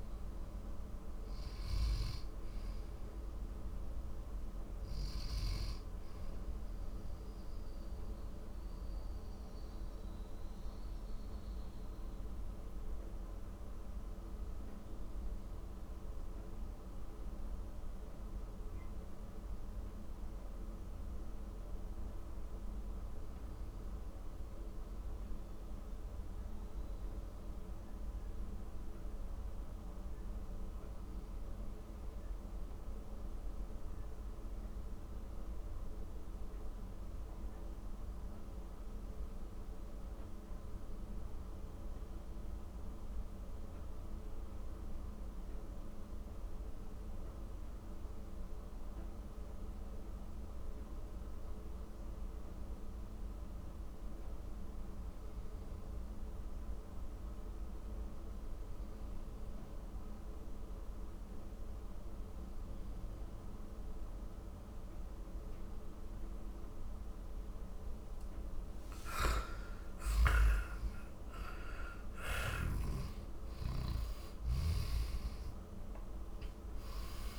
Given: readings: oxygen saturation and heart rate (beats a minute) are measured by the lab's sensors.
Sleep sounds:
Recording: breathing in sleep, hard to hear, by a room microphone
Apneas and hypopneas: 1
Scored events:
0.00-21.00 s: oxygen desaturation (device-marked, oxygen 85% lowest, heart rate 48 extreme)
7.50-68.00 s: mixed apnea (oxygen 95% before, 82% lowest, heart rate 64 before, 48 extreme, up 10 after)
51.00-77.39 s: oxygen desaturation (device-marked, oxygen 97% before, 82% lowest, heart rate 54 before, 43 extreme)
70.00-77.00 s: arousal
From the record:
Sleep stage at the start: N2 (light sleep)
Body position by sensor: on the back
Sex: male

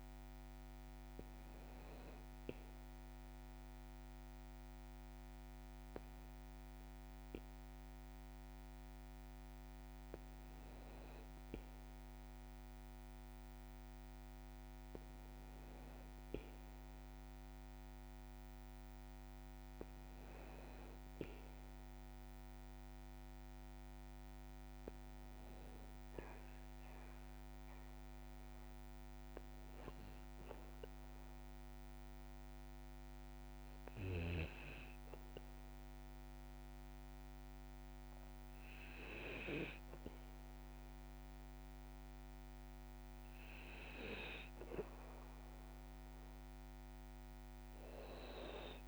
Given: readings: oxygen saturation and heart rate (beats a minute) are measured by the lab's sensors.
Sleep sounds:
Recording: breathing in sleep by a microphone on the trachea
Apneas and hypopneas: none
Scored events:
none scored
From the record:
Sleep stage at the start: N2 (light sleep)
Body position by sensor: on the back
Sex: male

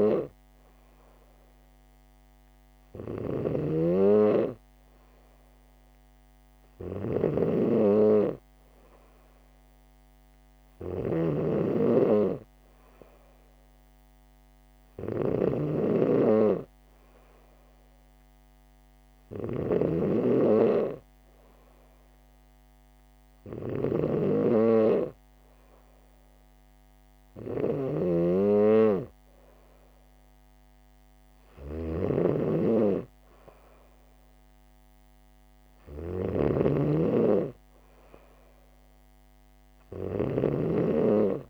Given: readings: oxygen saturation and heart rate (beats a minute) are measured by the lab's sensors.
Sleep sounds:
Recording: breathing in sleep by a microphone on the trachea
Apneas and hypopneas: none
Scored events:
0.00-41.49 s: snoring (device-marked)
From the record:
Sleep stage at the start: N3 (deep sleep)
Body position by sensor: on the back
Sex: female

